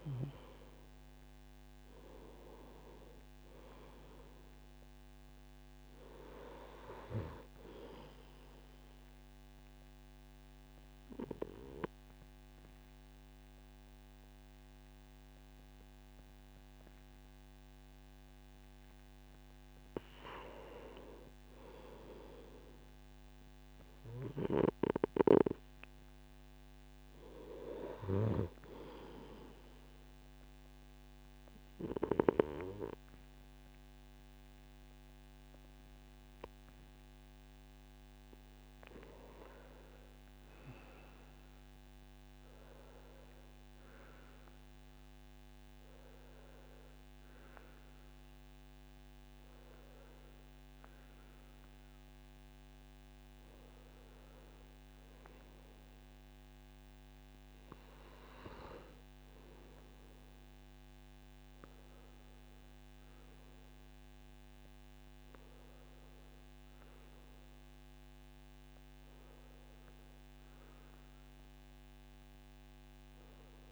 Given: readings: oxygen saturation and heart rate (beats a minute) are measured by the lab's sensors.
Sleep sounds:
breathing in sleep by a microphone on the trachea; 2
8.00-19.50 s: obstructive apnea (oxygen 95% before, 93% lowest)
22.00-26.50 s: arousal
29.00-39.00 s: obstructive apnea (oxygen 96% before, 93% lowest)
40.50-45.00 s: arousal
From the record:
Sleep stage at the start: N2 (light sleep); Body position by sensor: on the right side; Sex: male

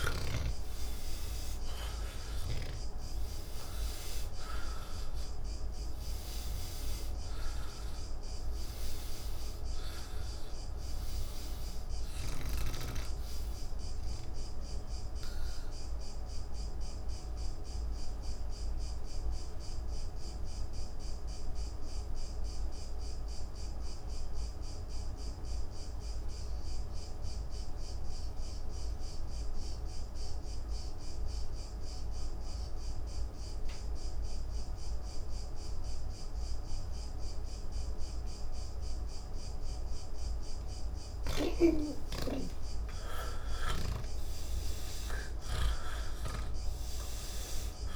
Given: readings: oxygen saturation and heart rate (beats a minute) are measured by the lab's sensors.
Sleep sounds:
breathing in sleep by a room microphone; 1
0.00-26.50 s: oxygen desaturation (device-marked, oxygen 78% lowest, heart rate 28 extreme)
15.00-39.50 s: obstructive apnea (oxygen 96% before, 78% lowest, heart rate 88 before, 28 extreme)
27.50-47.96 s: new sleep stage, N1 (lightest sleep)
37.50-47.96 s: oxygen desaturation (device-marked, oxygen 100% before, 81% lowest)
From the record:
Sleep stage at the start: N3 (deep sleep); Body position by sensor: on the back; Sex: male

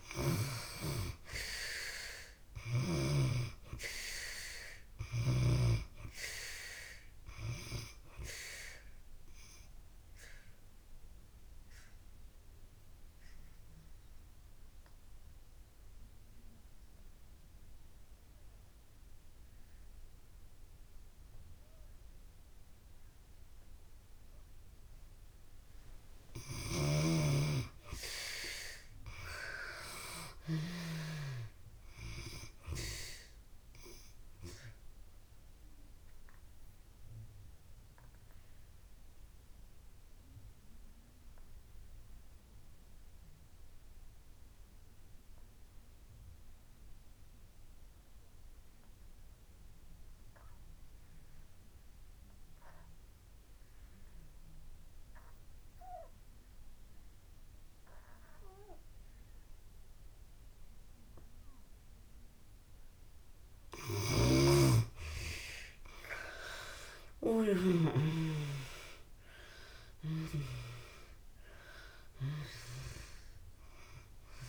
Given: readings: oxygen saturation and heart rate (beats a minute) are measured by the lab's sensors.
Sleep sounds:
breathing in sleep by a room microphone; 2
0.00-3.00 s: arousal
7.50-27.50 s: oxygen desaturation (device-marked, oxygen 96% before, 77% lowest)
9.00-25.00 s: obstructive apnea (oxygen 96% before, 76% lowest)
27.00-30.00 s: arousal
29.50-55.50 s: oxygen desaturation (device-marked, oxygen 95% before, 78% lowest)
33.00-63.50 s: obstructive apnea (oxygen 95% before, 70% lowest)
57.50-74.49 s: oxygen desaturation (device-marked, oxygen 96% before, 70% lowest)
64.00-68.00 s: snoring (device-marked)
65.00-68.50 s: arousal
From the record:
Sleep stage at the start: N2 (light sleep); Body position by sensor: on the back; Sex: female

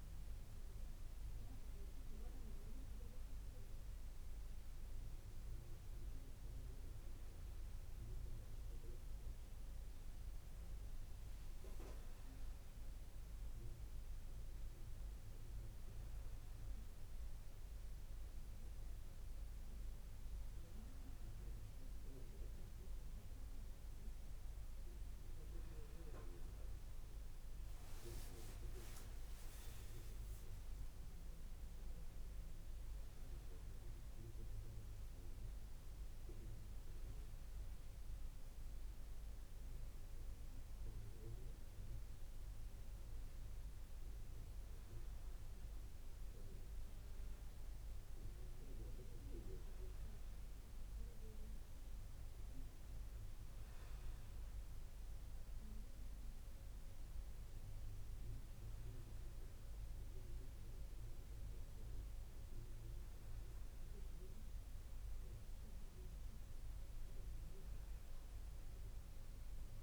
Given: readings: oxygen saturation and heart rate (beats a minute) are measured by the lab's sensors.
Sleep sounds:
breathing in sleep, hard to hear, by a room microphone; none
28.00-30.50 s: leg movement (device-marked)
29.00-32.50 s: arousal
From the record:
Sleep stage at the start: N1 (lightest sleep); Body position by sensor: on the right side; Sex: male

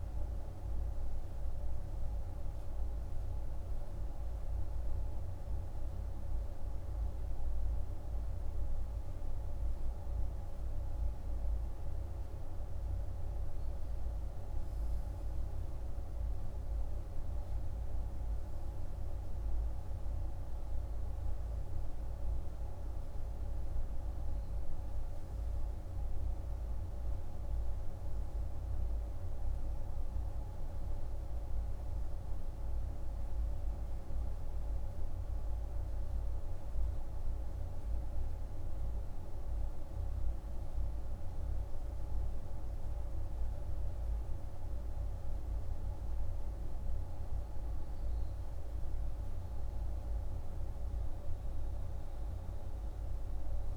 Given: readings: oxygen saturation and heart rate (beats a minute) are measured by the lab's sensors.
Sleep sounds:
breathing in sleep, hard to hear, by a room microphone; none
none scored
From the record:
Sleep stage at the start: N2 (light sleep); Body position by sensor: on the right side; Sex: male

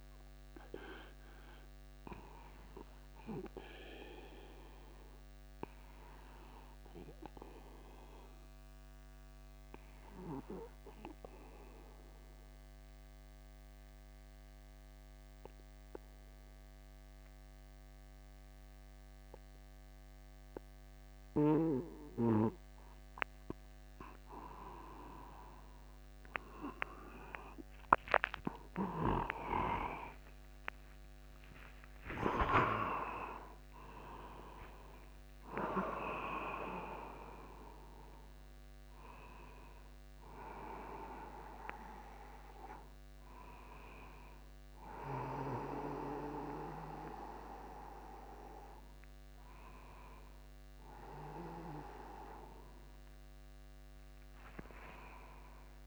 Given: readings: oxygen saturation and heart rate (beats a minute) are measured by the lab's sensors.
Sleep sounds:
breathing in sleep by a microphone on the trachea; 1
9.00-24.00 s: obstructive apnea (oxygen 96% before, 94% lowest, heart rate 51 before, 51 extreme, up 37 after)
29.50-36.50 s: arousal
31.00-33.00 s: long interval between heartbeats (device-marked, heart rate 52 before, 80 extreme)
33.50-35.50 s: long interval between heartbeats (device-marked, heart rate 58 before, 106 extreme)
35.50-37.50 s: long interval between heartbeats (device-marked, heart rate 64 before, 99 extreme)
From the record:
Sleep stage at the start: N2 (light sleep); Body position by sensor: upright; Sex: male

